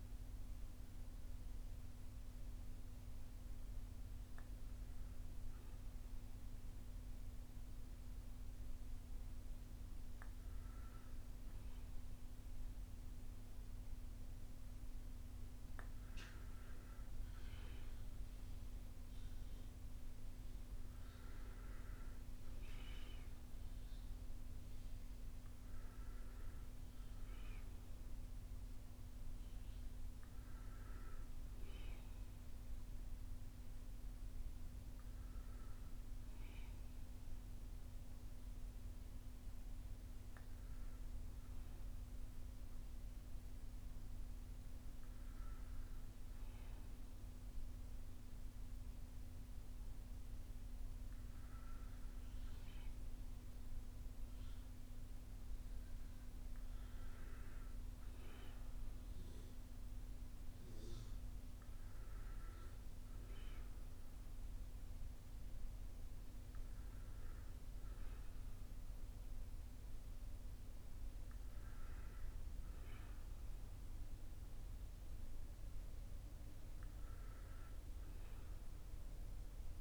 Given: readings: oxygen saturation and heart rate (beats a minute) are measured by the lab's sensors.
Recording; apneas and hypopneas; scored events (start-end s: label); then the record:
breathing in sleep, hard to hear, by a room microphone; none
none scored
From the record:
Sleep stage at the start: N1 (lightest sleep); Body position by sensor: on the back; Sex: male